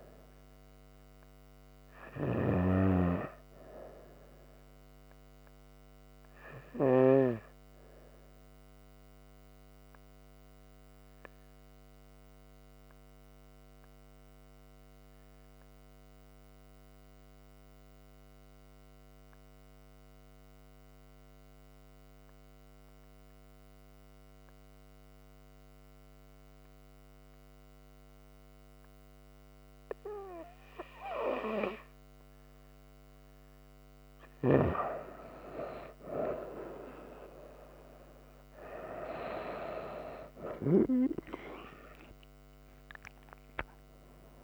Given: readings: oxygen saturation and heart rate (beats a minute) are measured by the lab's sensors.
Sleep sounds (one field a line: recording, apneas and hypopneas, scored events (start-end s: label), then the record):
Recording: breathing in sleep by a microphone on the trachea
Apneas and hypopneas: 1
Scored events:
0.00-5.00 s: oxygen desaturation (device-marked, oxygen 92% lowest)
10.00-32.00 s: obstructive apnea (oxygen 97% before, 91% lowest)
31.00-44.44 s: oxygen desaturation (device-marked, oxygen 97% before, 91% lowest)
33.50-37.50 s: arousal
From the record:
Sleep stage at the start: N2 (light sleep)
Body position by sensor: on the right side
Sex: female